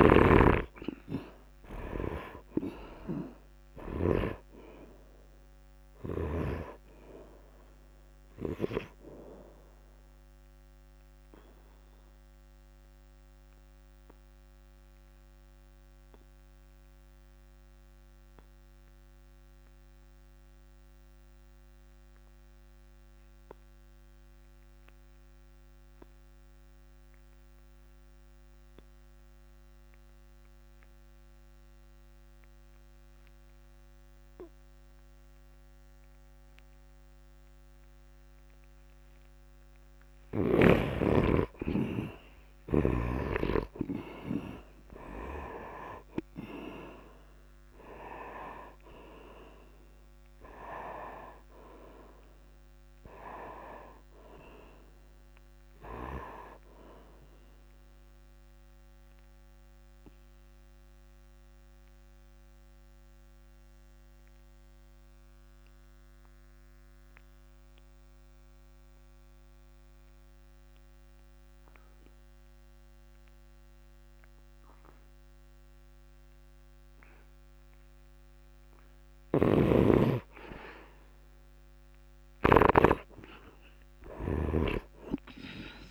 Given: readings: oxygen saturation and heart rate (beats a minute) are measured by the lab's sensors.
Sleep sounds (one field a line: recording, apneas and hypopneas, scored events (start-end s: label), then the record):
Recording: breathing in sleep by a microphone on the trachea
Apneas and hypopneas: 2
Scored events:
0.00-4.00 s: snoring (device-marked)
0.00-21.50 s: oxygen desaturation (device-marked, oxygen 77% lowest, heart rate 47 extreme)
13.00-40.00 s: obstructive apnea (oxygen 99% before, 68% lowest, heart rate 60 before, 47 extreme, up 6 after)
32.50-69.50 s: oxygen desaturation (device-marked, oxygen 99% before, 68% lowest, heart rate 66 before, 47 extreme)
41.00-45.50 s: arousal
58.50-78.50 s: obstructive apnea (oxygen 97% before, 67% lowest, heart rate 59 before, 59 extreme)
79.00-85.91 s: snoring (device-marked)
80.00-84.00 s: arousal
81.50-85.91 s: oxygen desaturation (device-marked, oxygen 100% before, 82% lowest, heart rate 67 before, 47 extreme)
From the record:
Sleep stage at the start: N2 (light sleep)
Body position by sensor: on the back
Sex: male